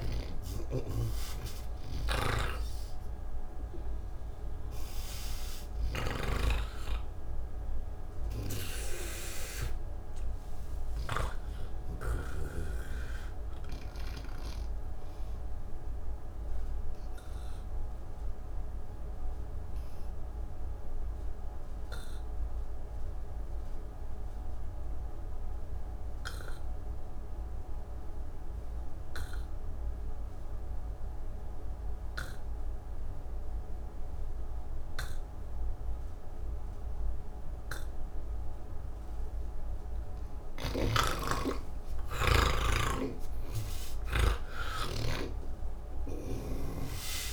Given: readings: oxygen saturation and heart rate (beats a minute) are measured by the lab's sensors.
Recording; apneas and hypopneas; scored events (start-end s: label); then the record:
breathing in sleep by a room microphone; 1
0.00-25.50 s: oxygen desaturation (device-marked, oxygen 78% lowest, heart rate 159 extreme)
0.50-6.00 s: snoring (device-marked)
8.00-12.50 s: snoring (device-marked)
14.50-38.00 s: obstructive apnea (oxygen 96% before, 78% lowest, heart rate 188 before, 169 extreme, up 30 after)
36.50-47.33 s: oxygen desaturation (device-marked, oxygen 98% before, 82% lowest, heart rate 186 before, 151 extreme)
43.00-47.33 s: snoring (device-marked)
From the record:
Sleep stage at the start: N1 (lightest sleep); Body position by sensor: on the back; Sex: male